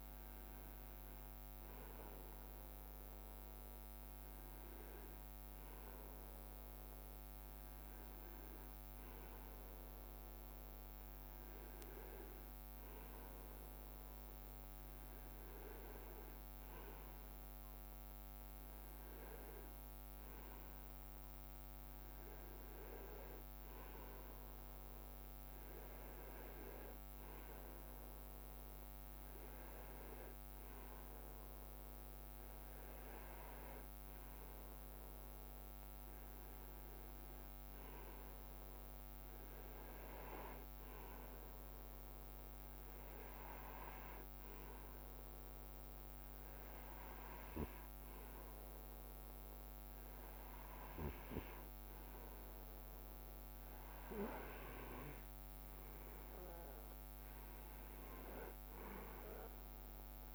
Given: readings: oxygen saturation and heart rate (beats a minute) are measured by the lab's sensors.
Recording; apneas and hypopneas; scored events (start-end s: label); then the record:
breathing in sleep by a microphone on the trachea; none
none scored
From the record:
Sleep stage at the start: N2 (light sleep); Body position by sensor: on the right side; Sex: male